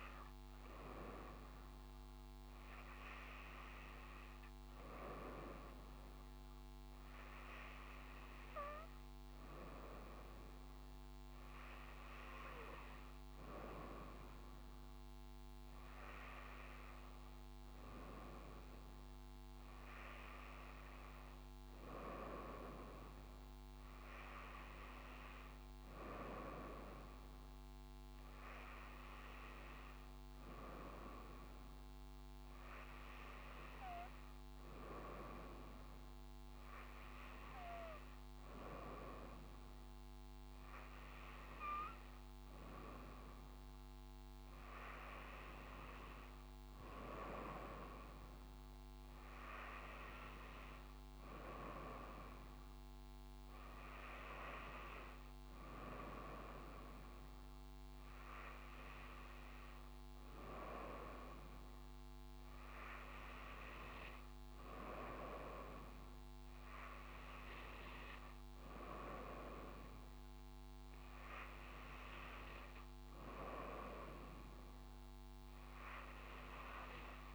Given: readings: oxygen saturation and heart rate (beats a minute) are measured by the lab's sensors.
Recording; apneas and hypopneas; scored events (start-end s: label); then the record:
breathing in sleep by a microphone on the trachea; none
none scored
From the record:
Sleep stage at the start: N2 (light sleep); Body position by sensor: on the front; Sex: female